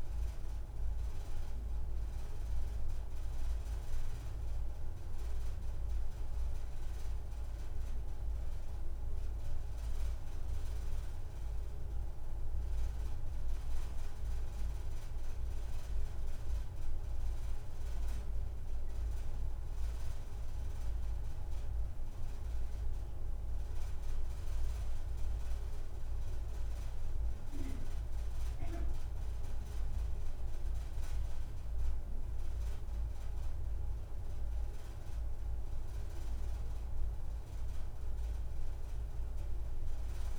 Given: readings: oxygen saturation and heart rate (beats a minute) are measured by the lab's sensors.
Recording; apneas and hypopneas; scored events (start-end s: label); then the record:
breathing in sleep, hard to hear, by a room microphone; none
25.00-27.00 s: long interval between heartbeats (device-marked)
33.50-35.50 s: long interval between heartbeats (device-marked, heart rate 65 before, 27 extreme)
37.00-39.00 s: long interval between heartbeats (device-marked, heart rate 50 before, 50 extreme)
From the record:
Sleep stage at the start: N2 (light sleep); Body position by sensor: on the right side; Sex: female